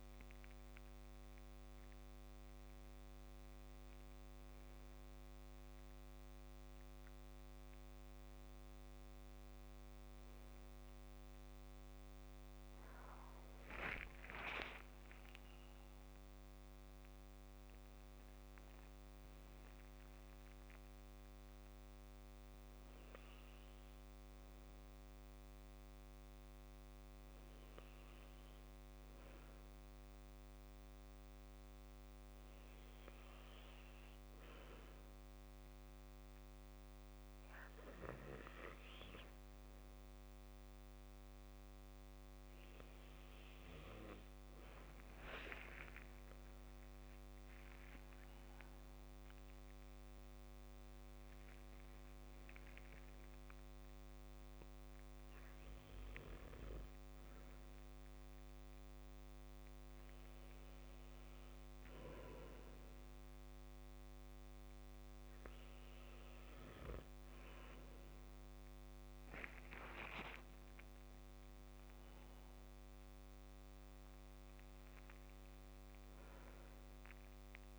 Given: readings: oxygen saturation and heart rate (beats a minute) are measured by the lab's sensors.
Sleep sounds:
breathing in sleep by a microphone on the trachea; 1
14.00-16.00 s: long interval between heartbeats (device-marked, heart rate 66 before, 75 extreme)
46.00-48.00 s: long interval between heartbeats (device-marked, heart rate 67 before, 84 extreme)
46.00-50.00 s: arousal
57.00-69.50 s: obstructive apnea (oxygen 94% before, 93% lowest, heart rate 74 before, 60 extreme, up 10 after)
71.50-75.00 s: arousal
From the record:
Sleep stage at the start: N2 (light sleep); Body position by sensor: on the back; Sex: male

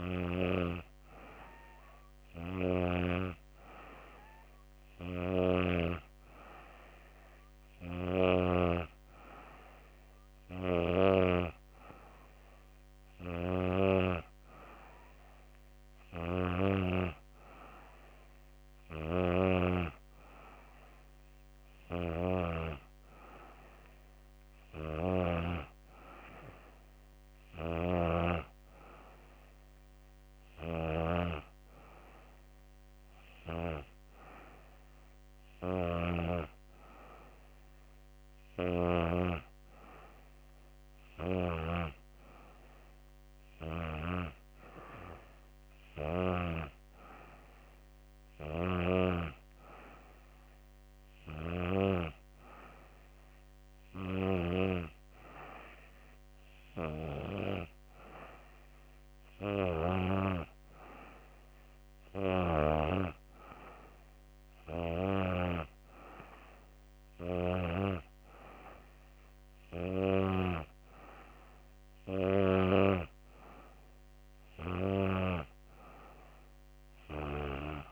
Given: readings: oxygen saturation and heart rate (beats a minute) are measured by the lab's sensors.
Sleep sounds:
breathing in sleep by a microphone on the trachea; none
none scored
From the record:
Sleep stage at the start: N2 (light sleep); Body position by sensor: on the back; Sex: female

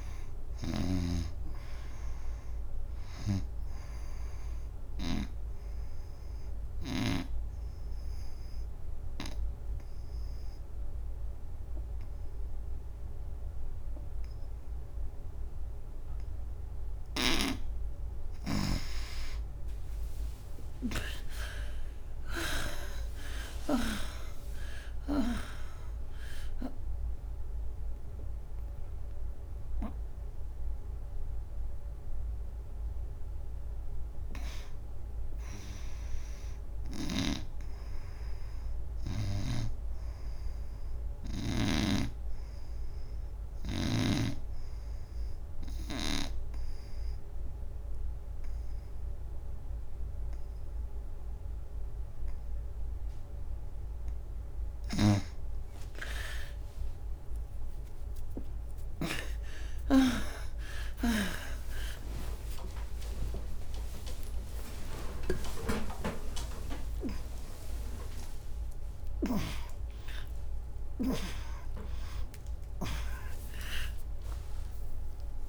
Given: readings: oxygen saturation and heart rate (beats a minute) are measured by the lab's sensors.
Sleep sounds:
a person partly awake in a sleep study, by a room microphone; 2
0.50-7.00 s: snoring (device-marked)
5.50-46.50 s: oxygen desaturation (device-marked, oxygen 96% before, 75% lowest, heart rate 99 before, 75 extreme)
7.00-17.50 s: obstructive apnea (oxygen 98% before, 75% lowest, heart rate 99 before, 75 extreme, up 10 after)
20.00-24.50 s: arousal
44.00-54.50 s: obstructive apnea (oxygen 92% before, 81% lowest, heart rate 105 before, 75 extreme, up 35 after)
48.50-75.49 s: oxygen desaturation (device-marked, oxygen 98% before, 81% lowest, heart rate 99 before, 75 extreme)
51.50-75.49 s: new sleep stage, awake
From the record:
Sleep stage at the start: N2 (light sleep); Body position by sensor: on the right side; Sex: female

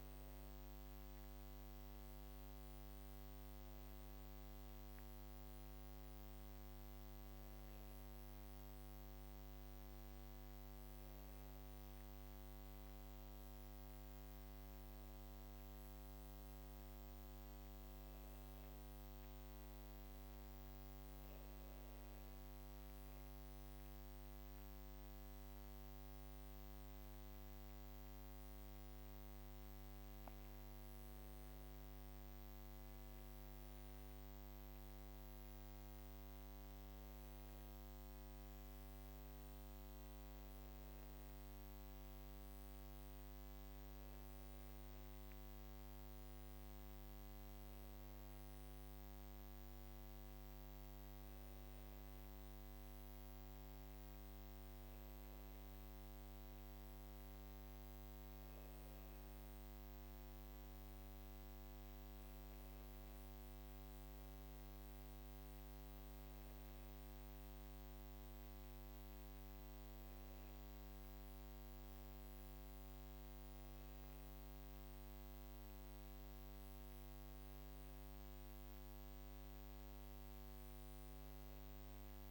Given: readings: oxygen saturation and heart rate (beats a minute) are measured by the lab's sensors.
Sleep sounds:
a person awake in a sleep study, hard to hear, by a microphone on the trachea; none
none scored
From the record:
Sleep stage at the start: awake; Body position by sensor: on the back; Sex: female

